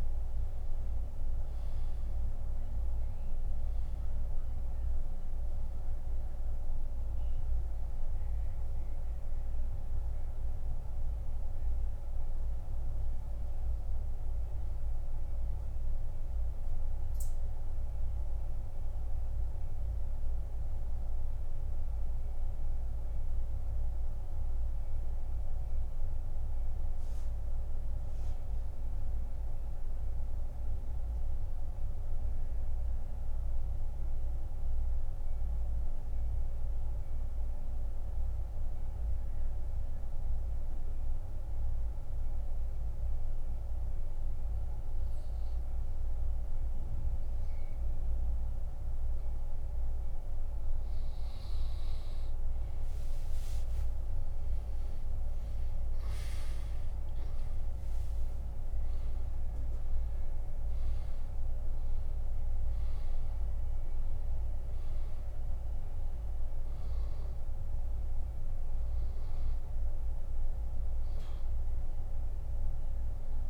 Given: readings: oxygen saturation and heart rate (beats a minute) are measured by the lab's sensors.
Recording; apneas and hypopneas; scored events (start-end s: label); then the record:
breathing in sleep, hard to hear, by a room microphone; 1
5.50-40.50 s: oxygen desaturation (device-marked, oxygen 97% before, 83% lowest, heart rate 103 before, 69 extreme)
17.00-49.00 s: mixed apnea (oxygen 97% before, 83% lowest, heart rate 92 before, 69 extreme, up 14 after)
26.50-73.50 s: new sleep stage, N2 (light sleep)
53.50-58.00 s: arousal
From the record:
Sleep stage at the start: N1 (lightest sleep); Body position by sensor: on the back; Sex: male